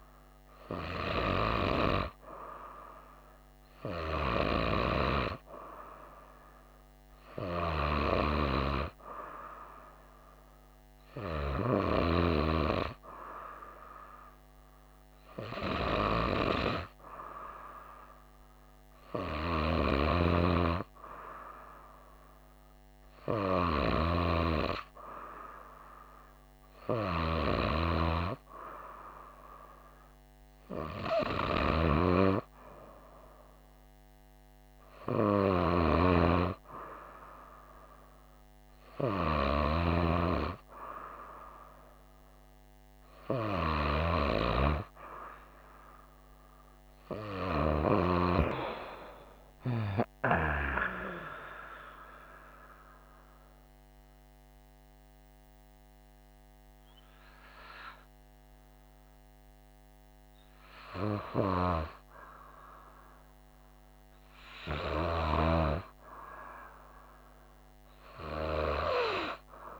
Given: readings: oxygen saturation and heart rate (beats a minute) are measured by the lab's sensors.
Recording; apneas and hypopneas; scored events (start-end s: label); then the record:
breathing in sleep by a microphone on the trachea; none
none scored
From the record:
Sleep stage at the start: N2 (light sleep); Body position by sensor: on the right side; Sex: female